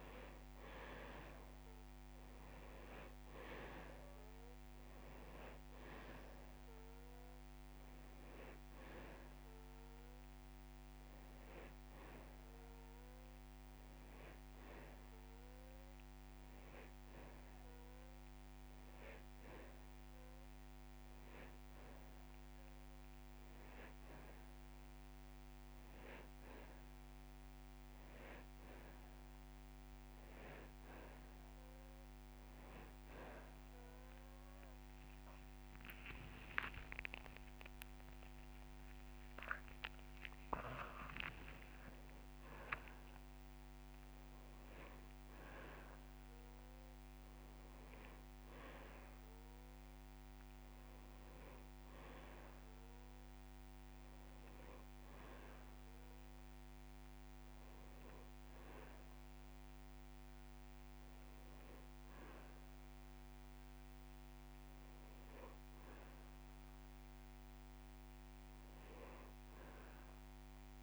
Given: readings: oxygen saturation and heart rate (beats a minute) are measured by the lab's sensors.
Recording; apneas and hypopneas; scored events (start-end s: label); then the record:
breathing in sleep by a microphone on the trachea; none
0.00-3.00 s: arousal
6.50-25.50 s: oxygen desaturation (device-marked, oxygen 96% before, 91% lowest)
35.00-39.50 s: arousal
36.00-38.00 s: long interval between heartbeats (device-marked)
52.00-54.00 s: long interval between heartbeats (device-marked)
58.50-70.83 s: oxygen desaturation (device-marked, oxygen 98% before, 95% lowest)
From the record:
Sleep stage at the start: N2 (light sleep); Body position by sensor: on the back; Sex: male